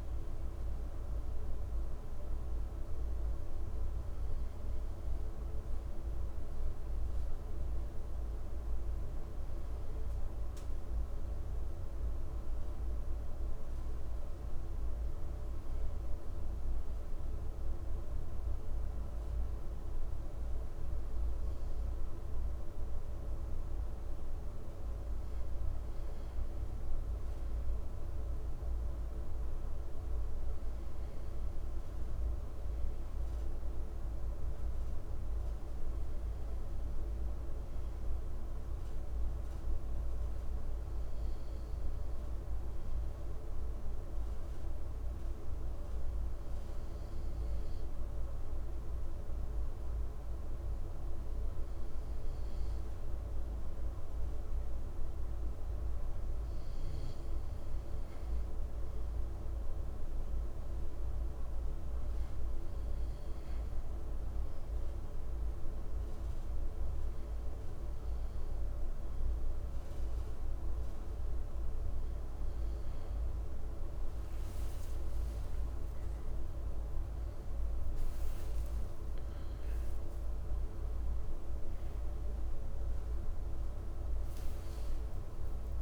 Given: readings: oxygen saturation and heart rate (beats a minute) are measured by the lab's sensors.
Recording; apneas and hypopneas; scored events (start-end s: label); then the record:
breathing in sleep, hard to hear, by a room microphone; 2
3.00-22.00 s: hypopnea (oxygen 96% before, 96% lowest, heart rate 54 before, 49 extreme, up 5 after)
24.00-27.50 s: arousal
38.50-58.50 s: hypopnea (oxygen 97% before, 95% lowest, heart rate 53 before, 51 extreme, up 2 after)
61.50-66.50 s: arousal
74.50-85.82 s: new sleep stage, awake
From the record:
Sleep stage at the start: N2 (light sleep); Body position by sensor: on the right side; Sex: male